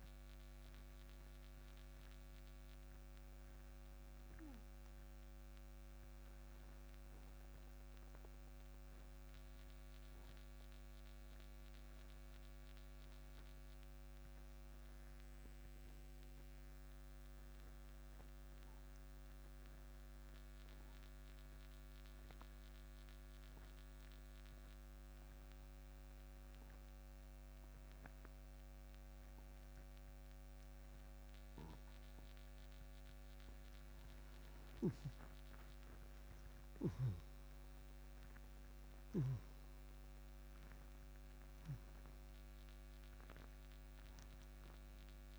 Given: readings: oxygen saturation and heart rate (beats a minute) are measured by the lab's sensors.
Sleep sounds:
breathing in sleep, hard to hear, by a microphone on the trachea; 1
7.50-31.00 s: obstructive apnea (oxygen 97% before, 85% lowest)
11.00-27.00 s: oxygen desaturation (device-marked, oxygen 96% before, 90% lowest)
34.00-39.50 s: arousal
34.00-45.39 s: oxygen desaturation (device-marked, oxygen 98% before, 85% lowest)
From the record:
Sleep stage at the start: N2 (light sleep); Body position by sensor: on the right side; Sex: male

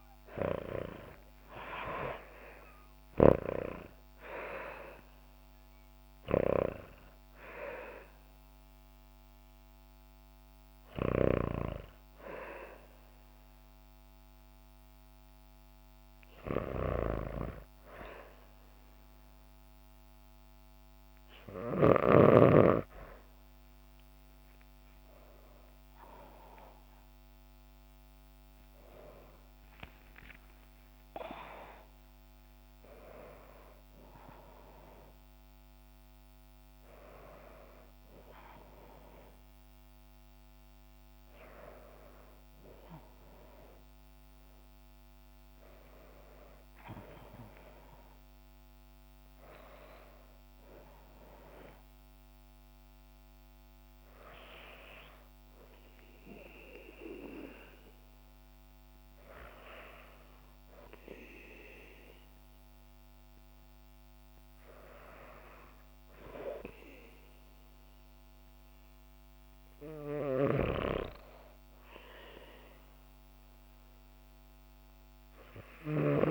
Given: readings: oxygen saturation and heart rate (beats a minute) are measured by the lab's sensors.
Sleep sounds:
breathing in sleep by a microphone on the trachea; none
0.00-2.00 s: arousal
0.00-27.00 s: oxygen desaturation (device-marked, oxygen 72% lowest, heart rate 48 extreme)
29.00-33.50 s: arousal
From the record:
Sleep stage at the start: REM sleep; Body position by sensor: on the back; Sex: female

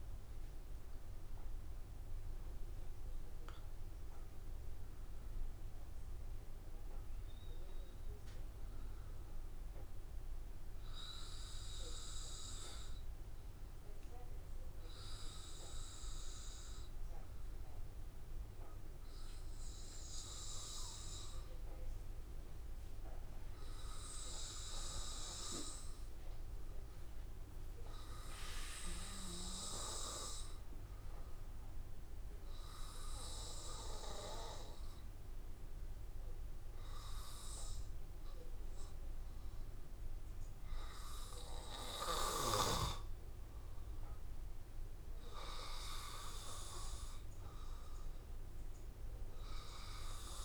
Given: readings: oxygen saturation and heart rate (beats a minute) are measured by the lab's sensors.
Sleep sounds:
breathing in sleep by a room microphone; 1
3.50-7.00 s: arousal
11.00-25.00 s: hypopnea (oxygen 97% before, 93% lowest, heart rate 78 before, 77 extreme, up 3 after)
27.50-30.50 s: arousal
From the record:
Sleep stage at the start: N2 (light sleep); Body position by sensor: on the back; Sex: male

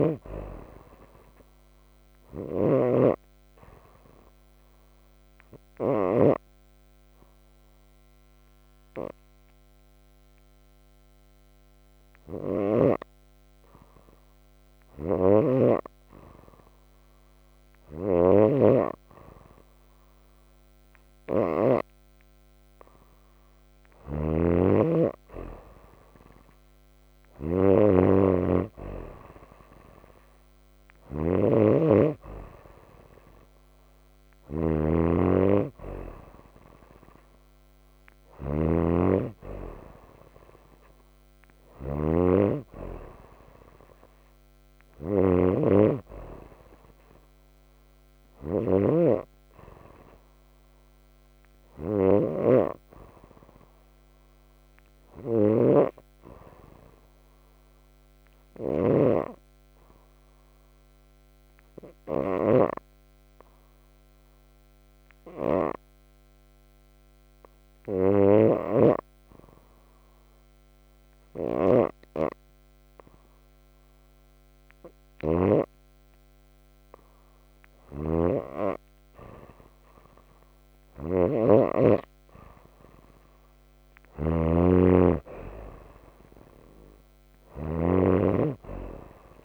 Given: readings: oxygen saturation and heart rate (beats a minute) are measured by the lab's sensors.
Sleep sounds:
breathing in sleep by a microphone on the trachea; 2
0.00-6.00 s: snoring (device-marked)
2.50-22.50 s: hypopnea (oxygen 94% before, 91% lowest, heart rate 62 before, 30 extreme, up 9 after)
12.00-15.50 s: snoring (device-marked)
17.50-21.50 s: snoring (device-marked)
23.50-58.50 s: snoring (device-marked)
25.00-29.00 s: arousal
58.00-74.50 s: obstructive apnea (oxygen 96% before, 92% lowest)
68.00-75.50 s: snoring (device-marked)
77.50-81.00 s: arousal
77.50-89.45 s: snoring (device-marked)
From the record:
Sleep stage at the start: N2 (light sleep); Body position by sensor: on the right side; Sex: female

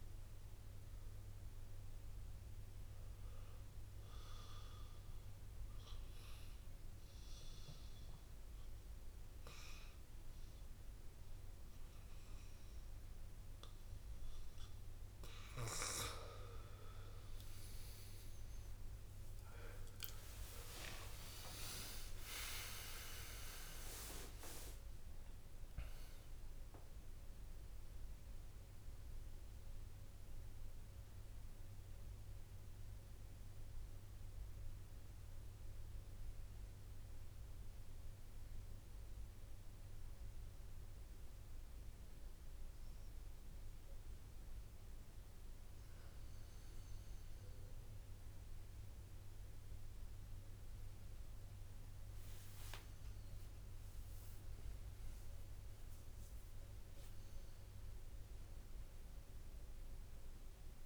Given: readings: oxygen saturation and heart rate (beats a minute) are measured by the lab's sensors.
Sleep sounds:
breathing in sleep by a room microphone; 2
5.50-17.00 s: obstructive apnea (oxygen 99% before, 95% lowest)
19.50-24.50 s: arousal
36.00-46.00 s: mixed apnea (oxygen 99% before, 95% lowest)
50.50-56.50 s: arousal
58.00-60.86 s: oxygen desaturation (device-marked, oxygen 99% before, 96% lowest)
From the record:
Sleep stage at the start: N2 (light sleep); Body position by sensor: on the back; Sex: male

